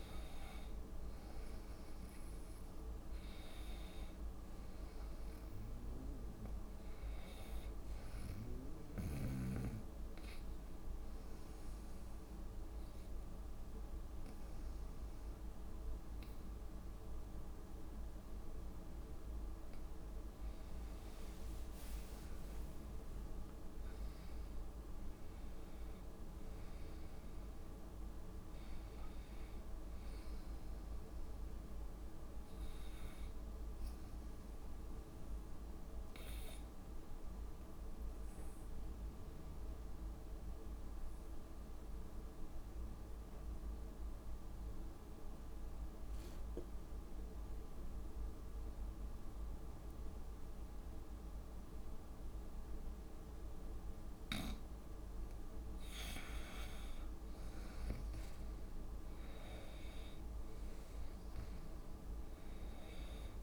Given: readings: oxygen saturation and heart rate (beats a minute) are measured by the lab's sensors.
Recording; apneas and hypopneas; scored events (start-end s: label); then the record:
breathing in sleep, hard to hear, by a room microphone; 2
0.00-6.00 s: oxygen desaturation (device-marked, oxygen 89% lowest, heart rate 64 extreme)
10.50-20.50 s: obstructive apnea (oxygen 97% before, 85% lowest, heart rate 70 before, 61 extreme, up 29 after)
18.00-31.00 s: drop in pulse transit time (device-marked, heart rate 69 before, 66 extreme)
23.00-28.00 s: arousal
23.50-25.50 s: long interval between heartbeats (device-marked, heart rate 67 before, 87 extreme)
31.00-42.00 s: oxygen desaturation (device-marked, oxygen 96% before, 92% lowest, heart rate 75 before, 61 extreme)
36.00-55.00 s: obstructive apnea (oxygen 96% before, 85% lowest, heart rate 76 before, 62 extreme, up 7 after)
49.00-51.00 s: long interval between heartbeats (device-marked, heart rate 65 before, 69 extreme)
56.50-61.50 s: arousal
57.00-63.43 s: oxygen desaturation (device-marked, oxygen 96% before, 85% lowest, heart rate 65 before, 62 extreme)
From the record:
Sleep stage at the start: N2 (light sleep); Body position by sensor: on the front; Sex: female